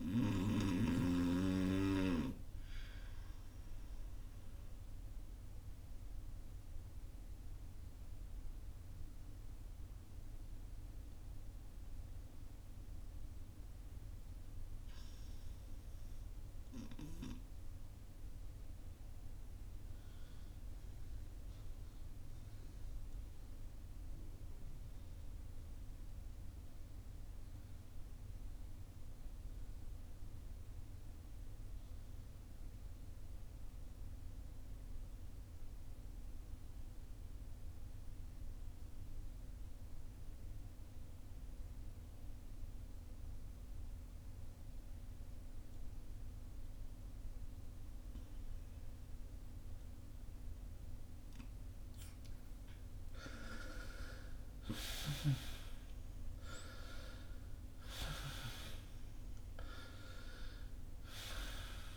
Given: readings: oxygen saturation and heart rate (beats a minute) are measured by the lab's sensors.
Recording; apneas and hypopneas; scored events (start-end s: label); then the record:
breathing in sleep by a room microphone; 1
0.00-32.50 s: oxygen desaturation (device-marked, oxygen 79% lowest, heart rate 44 extreme)
3.50-51.50 s: obstructive apnea (oxygen 94% before, 68% lowest, heart rate 54 before, 44 extreme, up 11 after)
34.50-61.97 s: oxygen desaturation (device-marked, oxygen 94% before, 68% lowest, heart rate 50 before, 50 extreme)
52.50-57.50 s: arousal
From the record:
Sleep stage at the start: REM sleep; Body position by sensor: on the front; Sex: male